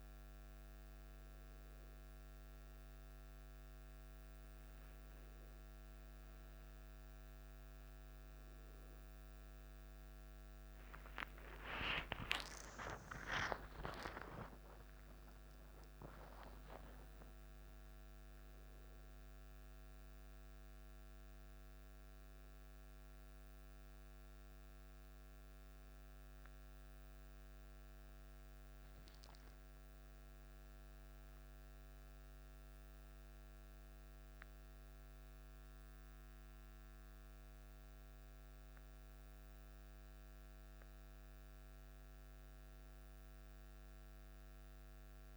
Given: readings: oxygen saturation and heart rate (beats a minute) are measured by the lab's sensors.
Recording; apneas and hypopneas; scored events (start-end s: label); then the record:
breathing in sleep by a microphone on the trachea; none
12.00-16.00 s: arousal
From the record:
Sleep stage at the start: N1 (lightest sleep); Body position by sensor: on the back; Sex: male